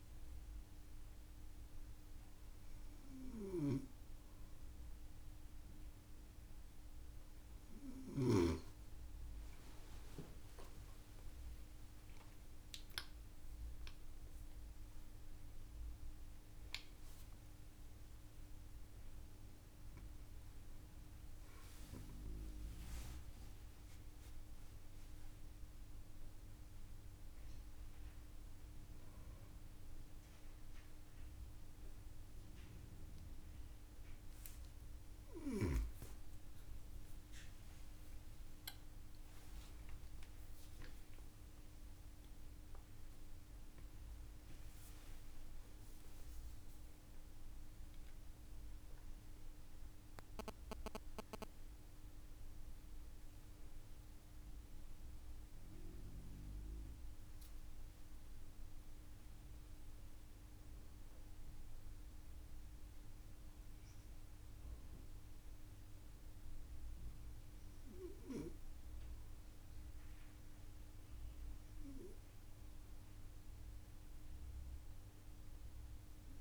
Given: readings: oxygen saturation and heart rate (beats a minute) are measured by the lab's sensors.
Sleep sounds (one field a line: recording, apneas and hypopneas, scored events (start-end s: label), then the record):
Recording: breathing in sleep by a room microphone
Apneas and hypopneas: none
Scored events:
10.50-14.00 s: arousal
36.00-40.00 s: arousal
From the record:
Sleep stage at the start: N2 (light sleep)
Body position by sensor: on the right side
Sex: female